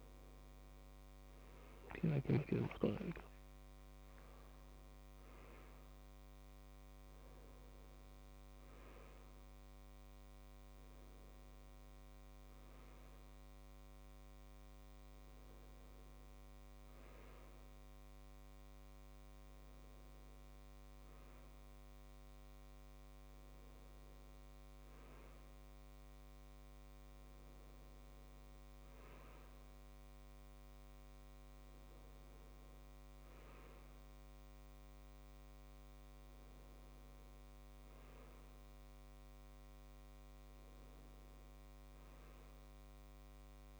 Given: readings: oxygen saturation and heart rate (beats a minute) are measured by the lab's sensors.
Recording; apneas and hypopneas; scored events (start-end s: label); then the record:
breathing in sleep, hard to hear, by a microphone on the trachea; none
none scored
From the record:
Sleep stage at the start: N1 (lightest sleep); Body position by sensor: on the right side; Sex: male